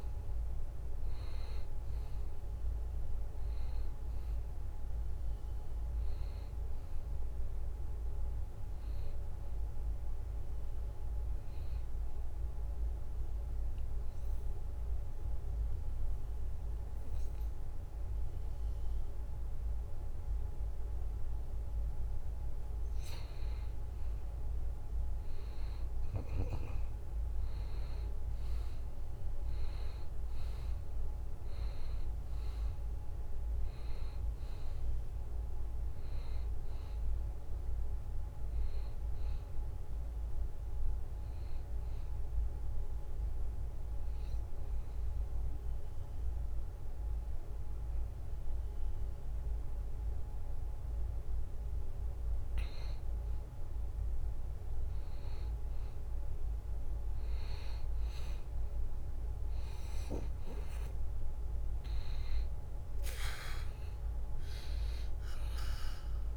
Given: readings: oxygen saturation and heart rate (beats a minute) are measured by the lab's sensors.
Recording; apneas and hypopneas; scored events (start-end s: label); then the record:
breathing in sleep, hard to hear, by a room microphone; 2
0.00-10.50 s: oxygen desaturation (device-marked, oxygen 90% lowest, heart rate 71 extreme)
12.00-22.50 s: obstructive apnea (oxygen 94% before, 89% lowest, heart rate 75 before, 71 extreme, up 2 after)
25.50-29.50 s: arousal
29.50-49.50 s: oxygen desaturation (device-marked, oxygen 95% before, 89% lowest, heart rate 73 before, 70 extreme)
43.00-53.50 s: obstructive apnea (oxygen 95% before, 88% lowest, heart rate 74 before, 70 extreme, up 2 after)
57.00-60.50 s: arousal
63.50-66.37 s: oxygen desaturation (device-marked, oxygen 95% before, 91% lowest, heart rate 72 before, 68 extreme)
From the record:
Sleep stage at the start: N2 (light sleep); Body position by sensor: on the back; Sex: male